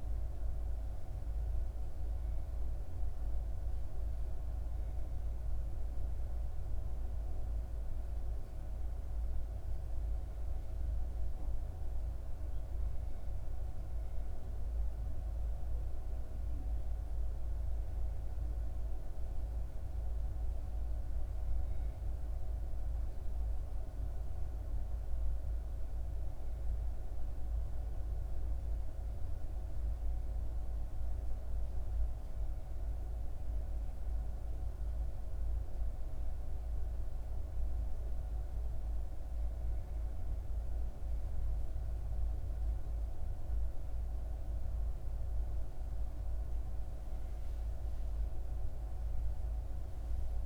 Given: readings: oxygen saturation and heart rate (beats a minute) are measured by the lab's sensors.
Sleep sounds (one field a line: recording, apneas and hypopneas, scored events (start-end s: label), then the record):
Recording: a person awake in a sleep study, hard to hear, by a room microphone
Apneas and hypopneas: none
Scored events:
none scored
From the record:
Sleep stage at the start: awake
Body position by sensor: on the back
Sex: female